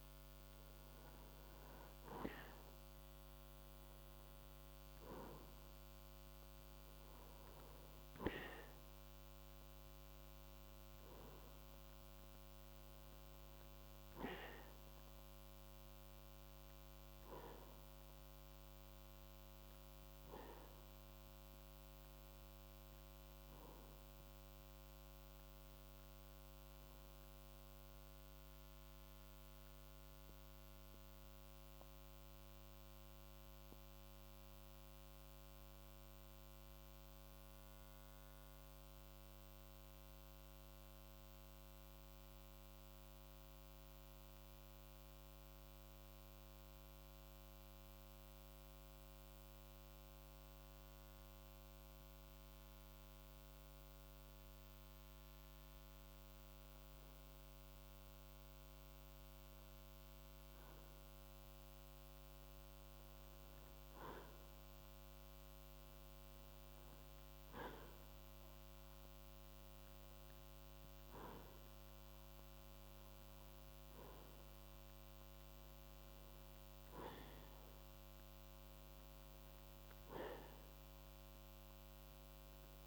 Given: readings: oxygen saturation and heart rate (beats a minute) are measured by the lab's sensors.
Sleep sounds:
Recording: breathing in sleep, hard to hear, by a microphone on the trachea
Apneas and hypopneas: 1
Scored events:
0.00-36.00 s: oxygen desaturation (device-marked, oxygen 90% lowest, heart rate 52 extreme)
33.50-54.00 s: mixed apnea (oxygen 93% before, 90% lowest, heart rate 56 before, 49 extreme, up 2 after)
56.50-59.50 s: arousal
70.00-82.87 s: oxygen desaturation (device-marked, oxygen 94% before, 90% lowest, heart rate 53 before, 52 extreme)
From the record:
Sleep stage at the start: N2 (light sleep)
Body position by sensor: on the right side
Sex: male

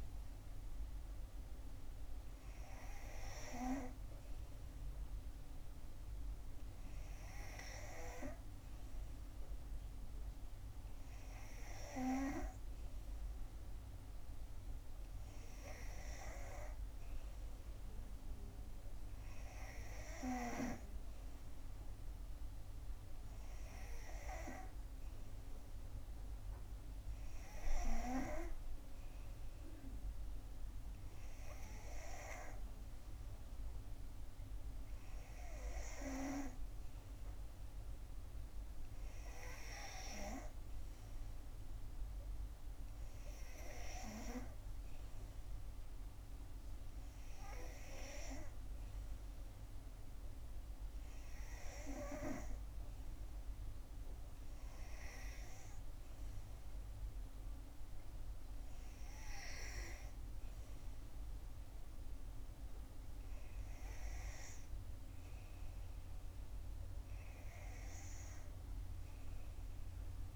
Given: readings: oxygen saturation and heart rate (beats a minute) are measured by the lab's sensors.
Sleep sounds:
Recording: breathing in sleep by a room microphone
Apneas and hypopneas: none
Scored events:
5.50-70.36 s: new sleep stage, N3 (deep sleep)
From the record:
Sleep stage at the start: N2 (light sleep)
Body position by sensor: on the back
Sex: female

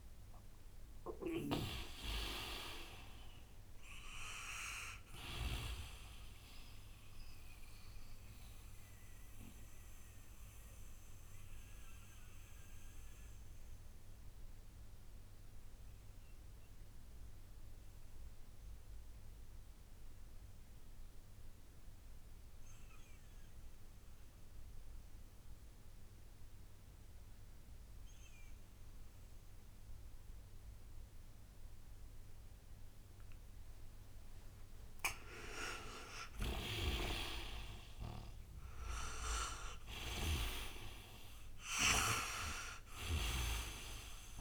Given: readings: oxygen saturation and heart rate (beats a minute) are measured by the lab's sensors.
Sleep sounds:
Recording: breathing in sleep by a room microphone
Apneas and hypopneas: 1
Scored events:
0.00-28.00 s: oxygen desaturation (device-marked, oxygen 78% lowest, heart rate 56 extreme)
0.50-5.50 s: snoring (device-marked)
7.50-33.50 s: mixed apnea (oxygen 97% before, 78% lowest, heart rate 65 before, 56 extreme, up 16 after)
35.50-40.00 s: arousal
36.00-44.41 s: snoring (device-marked)
41.00-44.41 s: oxygen desaturation (device-marked, oxygen 98% before, 86% lowest, heart rate 62 before, 58 extreme)
From the record:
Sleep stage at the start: N2 (light sleep)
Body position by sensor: on the right side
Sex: male

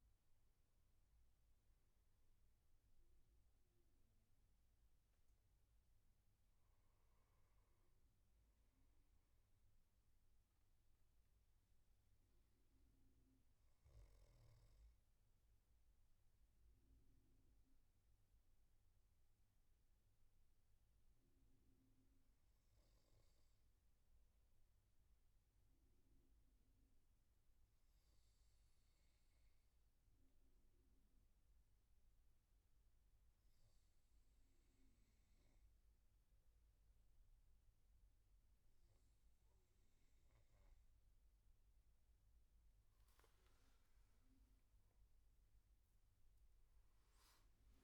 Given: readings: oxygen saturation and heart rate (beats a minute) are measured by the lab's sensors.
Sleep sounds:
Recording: breathing in sleep, hard to hear, by a room microphone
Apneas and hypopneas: 1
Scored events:
0.00-8.00 s: oxygen desaturation (device-marked, oxygen 91% lowest, heart rate 62 extreme)
10.00-40.00 s: obstructive apnea (oxygen 97% before, 92% lowest, heart rate 74 before, 62 extreme, up 18 after)
38.00-47.84 s: oxygen desaturation (device-marked, oxygen 99% before, 93% lowest, heart rate 66 before, 63 extreme)
From the record:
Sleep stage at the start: N2 (light sleep)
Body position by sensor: on the back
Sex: male

